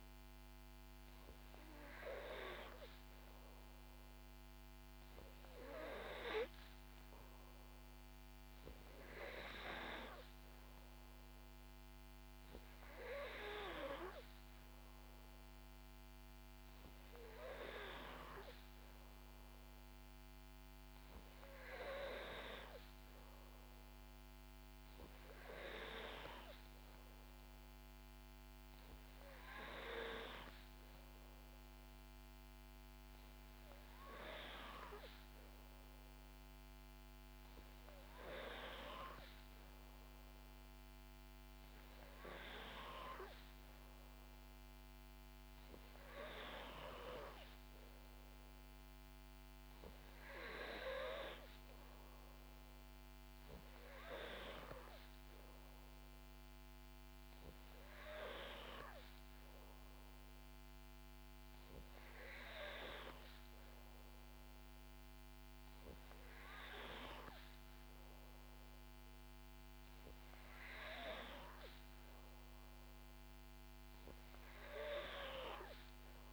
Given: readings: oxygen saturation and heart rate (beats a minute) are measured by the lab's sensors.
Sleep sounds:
breathing in sleep by a microphone on the trachea; none
none scored
From the record:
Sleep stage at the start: N3 (deep sleep); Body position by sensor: on the back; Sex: female

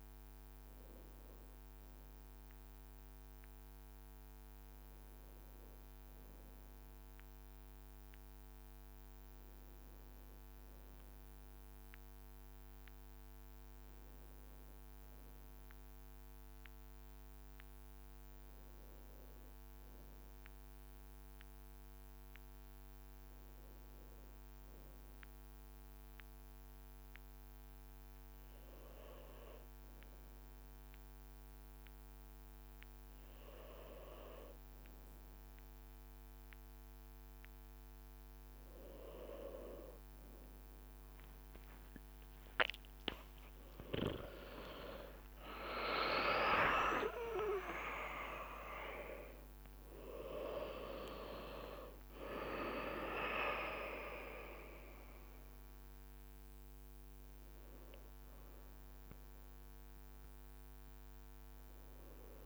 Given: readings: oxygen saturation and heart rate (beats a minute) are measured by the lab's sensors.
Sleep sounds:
breathing in sleep by a microphone on the trachea; 1
18.50-37.00 s: hypopnea (oxygen 98% before, 94% lowest, heart rate 64 before, 62 extreme, up 6 after)
40.50-45.00 s: arousal
47.50-49.50 s: long interval between heartbeats (device-marked, heart rate 65 before, 85 extreme)
From the record:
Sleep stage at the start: N1 (lightest sleep); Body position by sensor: on the back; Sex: male

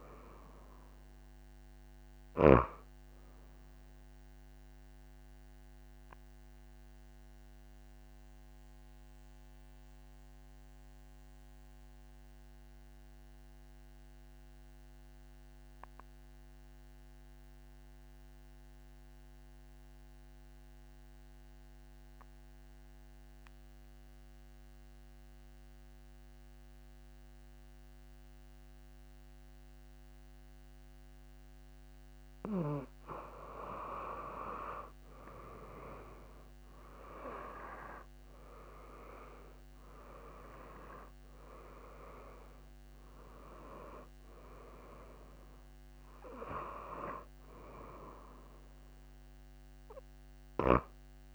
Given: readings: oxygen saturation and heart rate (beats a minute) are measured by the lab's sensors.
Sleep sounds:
breathing in sleep by a microphone on the trachea; 1
0.00-16.00 s: oxygen desaturation (device-marked, oxygen 90% lowest)
4.50-32.50 s: obstructive apnea (oxygen 98% before, 84% lowest)
25.00-51.35 s: oxygen desaturation (device-marked, oxygen 98% before, 84% lowest)
36.00-39.00 s: arousal
From the record:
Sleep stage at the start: N2 (light sleep); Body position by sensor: on the back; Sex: female

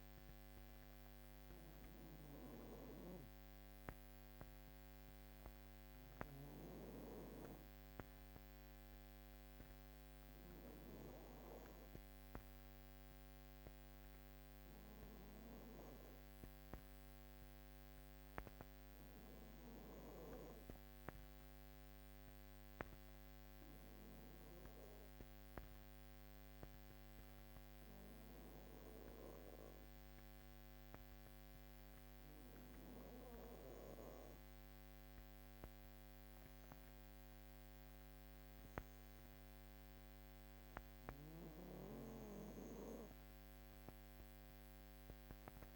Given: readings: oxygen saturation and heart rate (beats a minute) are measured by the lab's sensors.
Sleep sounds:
breathing in sleep by a microphone on the trachea; 1
0.00-10.50 s: snoring (device-marked)
12.50-34.00 s: hypopnea (oxygen 97% before, 94% lowest, heart rate 53 before, 53 extreme, up 3 after)
36.50-41.50 s: arousal
From the record:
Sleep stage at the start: N2 (light sleep); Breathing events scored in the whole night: 119 in 5.0 hours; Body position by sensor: on the back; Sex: female

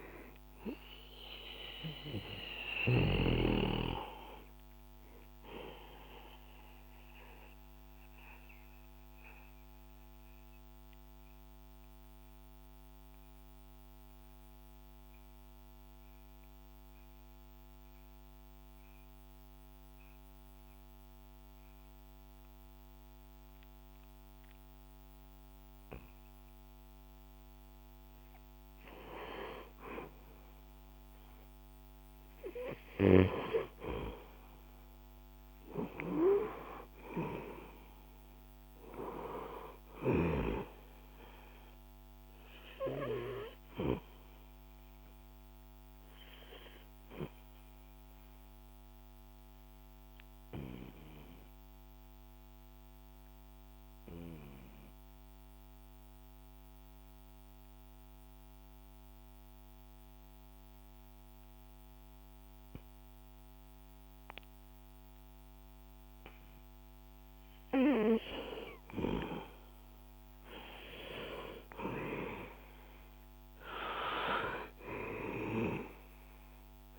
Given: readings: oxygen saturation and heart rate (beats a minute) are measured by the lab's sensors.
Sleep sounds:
breathing in sleep by a microphone on the trachea; 2
0.00-22.50 s: oxygen desaturation (device-marked, oxygen 90% lowest, heart rate 61 extreme)
5.00-28.50 s: mixed apnea (oxygen 98% before, 90% lowest, heart rate 68 before, 60 extreme, up 1 after)
32.50-36.50 s: arousal
42.50-67.00 s: obstructive apnea (oxygen 99% before, 92% lowest, heart rate 64 before, 60 extreme, up 5 after)
70.00-74.00 s: arousal
From the record:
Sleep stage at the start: N2 (light sleep); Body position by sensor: on the back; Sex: male

